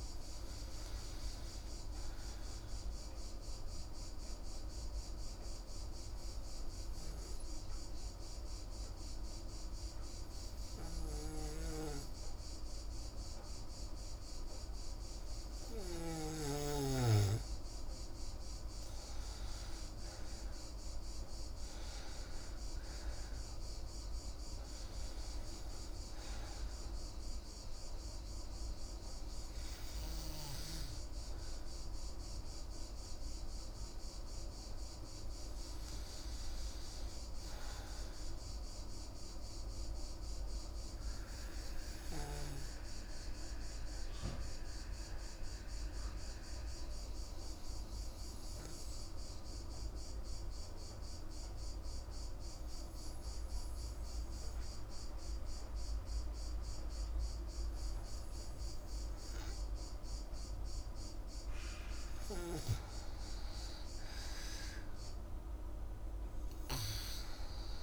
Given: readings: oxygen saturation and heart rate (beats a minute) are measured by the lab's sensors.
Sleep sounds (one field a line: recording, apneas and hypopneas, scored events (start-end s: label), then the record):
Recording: breathing in sleep by a room microphone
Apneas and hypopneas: 2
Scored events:
3.50-16.50 s: obstructive apnea (oxygen 99% before, 91% lowest, heart rate 138 before, 88 extreme, up 15 after)
24.00-28.00 s: arousal
26.00-45.00 s: oxygen desaturation (device-marked, oxygen 96% before, 91% lowest, heart rate 131 before, 118 extreme)
38.50-61.00 s: obstructive apnea (oxygen 97% before, 85% lowest, heart rate 119 before, 99 extreme, up 29 after)
64.00-67.83 s: arousal
65.00-67.83 s: oxygen desaturation (device-marked, oxygen 97% before, 85% lowest, heart rate 146 before, 60 extreme)
From the record:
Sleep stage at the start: N2 (light sleep)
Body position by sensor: on the back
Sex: female